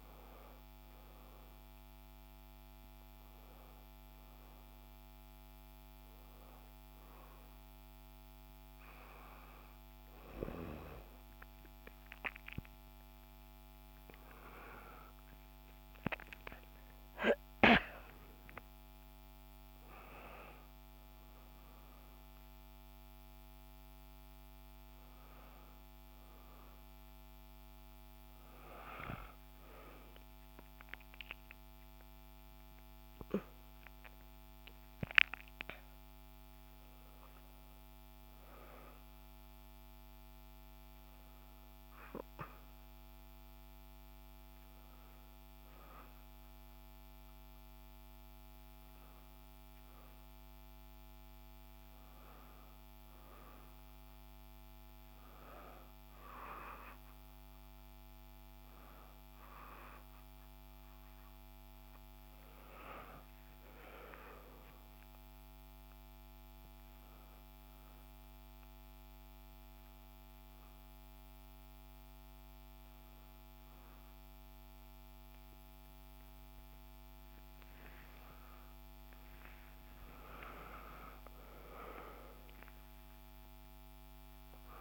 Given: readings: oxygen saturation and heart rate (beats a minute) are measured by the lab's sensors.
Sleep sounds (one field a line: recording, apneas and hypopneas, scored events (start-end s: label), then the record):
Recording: breathing in sleep by a microphone on the trachea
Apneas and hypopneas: 1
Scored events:
0.00-9.00 s: oxygen desaturation (device-marked, oxygen 88% lowest, heart rate 65 extreme)
1.00-13.00 s: hypopnea (oxygen 98% before, 88% lowest, heart rate 66 before, 68 extreme, up 11 after)
14.00-18.00 s: arousal
77.50-83.00 s: arousal
From the record:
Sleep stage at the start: REM sleep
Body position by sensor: on the back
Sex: female